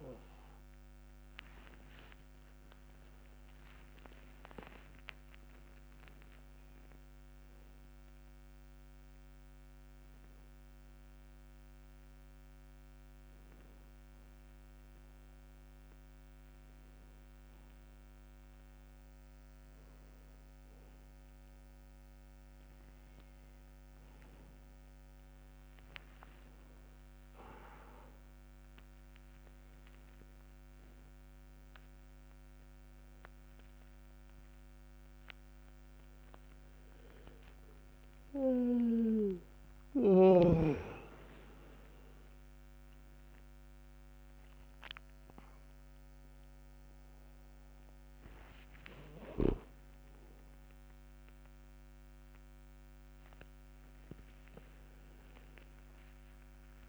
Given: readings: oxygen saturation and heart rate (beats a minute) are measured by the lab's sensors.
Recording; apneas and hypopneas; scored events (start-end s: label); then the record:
a person awake in a sleep study, by a microphone on the trachea; none
none scored
From the record:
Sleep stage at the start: awake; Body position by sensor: on the back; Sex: male